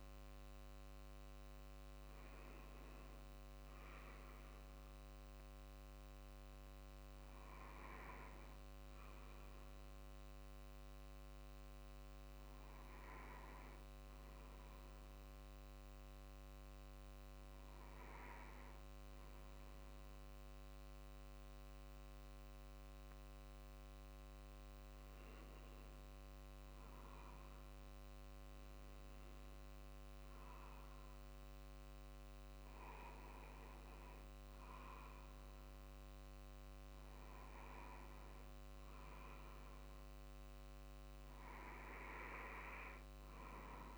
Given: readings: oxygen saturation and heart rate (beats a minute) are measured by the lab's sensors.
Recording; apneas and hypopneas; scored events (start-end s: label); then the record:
breathing in sleep by a microphone on the trachea; 1
0.00-8.50 s: drop in pulse transit time (device-marked, heart rate 47 extreme)
9.50-23.50 s: hypopnea (oxygen 94% before, 94% lowest, heart rate 50 before, 47 extreme, up 3 after)
27.50-32.50 s: arousal
31.50-43.98 s: drop in pulse transit time (device-marked, heart rate 48 before, 47 extreme)
From the record:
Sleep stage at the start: N2 (light sleep); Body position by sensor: on the back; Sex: male